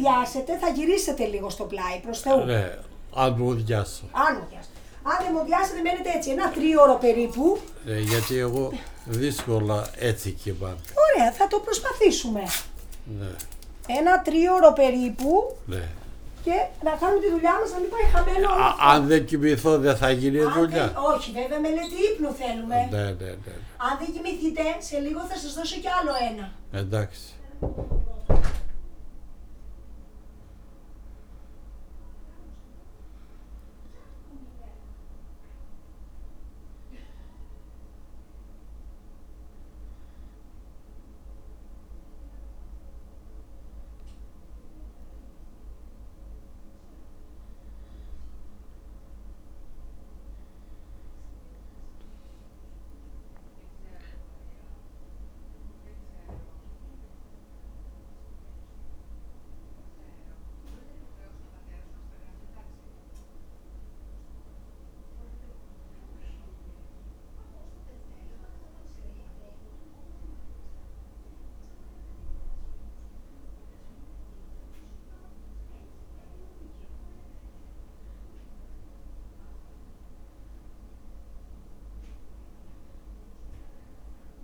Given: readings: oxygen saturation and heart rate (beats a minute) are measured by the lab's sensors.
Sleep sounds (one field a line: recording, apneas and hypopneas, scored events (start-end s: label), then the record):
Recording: a person partly awake in a sleep study, by a room microphone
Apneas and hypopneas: none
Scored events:
2.50-8.50 s: snoring (device-marked)
6.50-16.50 s: drop in pulse transit time (device-marked, heart rate 80 before, 51 extreme)
10.00-12.00 s: long interval between heartbeats (device-marked, heart rate 79 before, 60 extreme)
18.00-20.00 s: long interval between heartbeats (device-marked, heart rate 70 before, 61 extreme)
20.00-22.00 s: long interval between heartbeats (device-marked, heart rate 66 before, 69 extreme)
23.50-25.50 s: long interval between heartbeats (device-marked, heart rate 65 before, 69 extreme)
28.50-30.50 s: long interval between heartbeats (device-marked, heart rate 71 before, 86 extreme)
39.50-84.44 s: new sleep stage, N1 (lightest sleep)
From the record:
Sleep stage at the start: awake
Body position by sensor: on the back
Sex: male